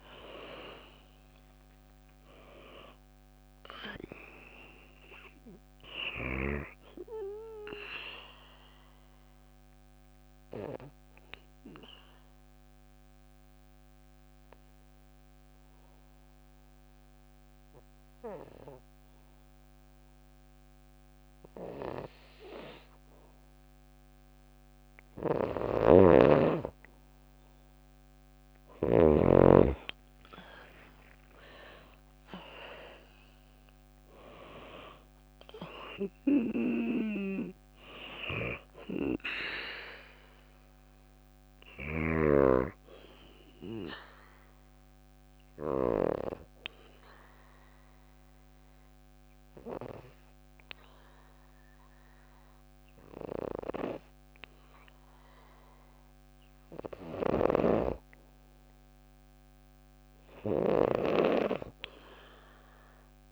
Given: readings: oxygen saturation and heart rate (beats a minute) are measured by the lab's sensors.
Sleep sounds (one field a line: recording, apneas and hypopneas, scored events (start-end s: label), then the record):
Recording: breathing in sleep by a microphone on the trachea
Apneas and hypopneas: 2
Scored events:
0.00-22.50 s: oxygen desaturation (device-marked, oxygen 91% lowest, heart rate 52 extreme)
8.50-23.50 s: obstructive apnea (oxygen 97% before, 91% lowest, heart rate 57 before, 53 extreme, up 6 after)
24.50-28.00 s: snoring (device-marked)
29.00-32.50 s: arousal
34.50-54.50 s: oxygen desaturation (device-marked, oxygen 97% before, 93% lowest, heart rate 56 before, 54 extreme)
42.00-56.50 s: obstructive apnea (oxygen 98% before, 93% lowest, heart rate 57 before, 54 extreme, up 4 after)
From the record:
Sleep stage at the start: N2 (light sleep)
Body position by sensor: on the back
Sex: female